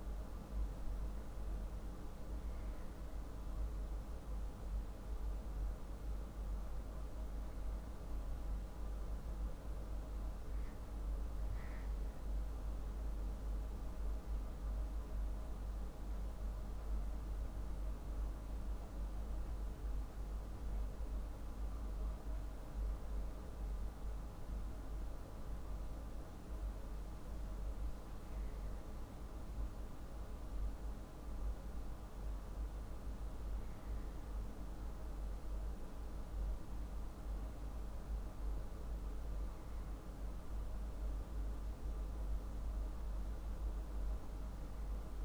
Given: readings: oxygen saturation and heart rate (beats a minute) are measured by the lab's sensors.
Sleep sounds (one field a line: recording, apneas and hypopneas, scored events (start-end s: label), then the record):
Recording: breathing in sleep, hard to hear, by a room microphone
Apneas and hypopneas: none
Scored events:
none scored
From the record:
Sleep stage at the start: N2 (light sleep)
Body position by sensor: on the back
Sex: male